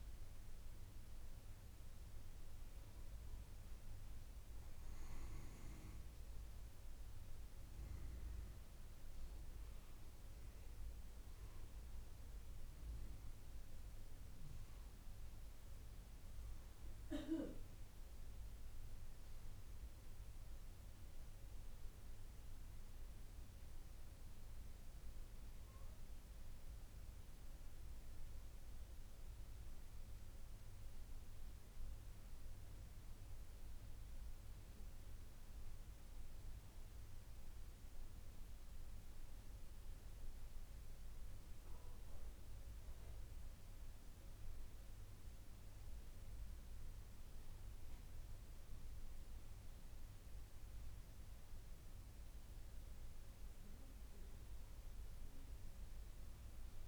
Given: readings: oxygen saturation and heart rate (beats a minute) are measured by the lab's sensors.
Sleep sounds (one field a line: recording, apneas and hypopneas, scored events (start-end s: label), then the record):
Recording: breathing in sleep, hard to hear, by a room microphone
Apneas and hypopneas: none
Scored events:
none scored
From the record:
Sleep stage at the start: N2 (light sleep)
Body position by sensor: on the back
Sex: female